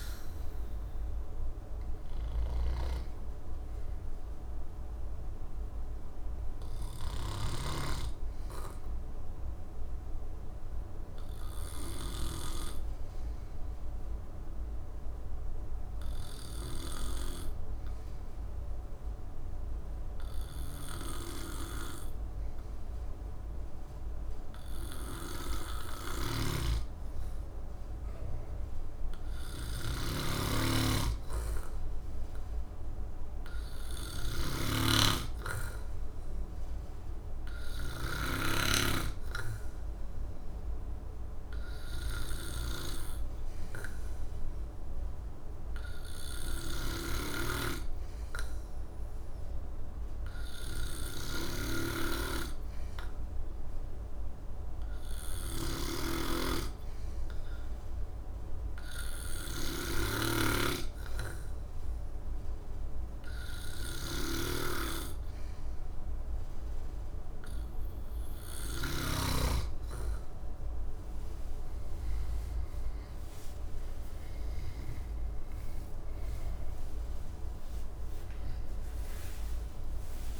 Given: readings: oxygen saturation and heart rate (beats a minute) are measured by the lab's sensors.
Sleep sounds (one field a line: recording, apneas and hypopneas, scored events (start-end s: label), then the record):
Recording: breathing in sleep by a room microphone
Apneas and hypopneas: 1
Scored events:
0.00-16.00 s: oxygen desaturation (device-marked, oxygen 93% lowest, heart rate 58 extreme)
2.00-7.50 s: snoring (device-marked)
7.00-69.00 s: obstructive apnea (oxygen 97% before, 93% lowest, heart rate 67 before, 58 extreme, up 10 after)
25.50-38.00 s: snoring (device-marked)
55.00-69.00 s: snoring (device-marked)
65.00-80.40 s: new sleep stage, awake
From the record:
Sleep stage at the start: N2 (light sleep)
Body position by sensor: on the back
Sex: male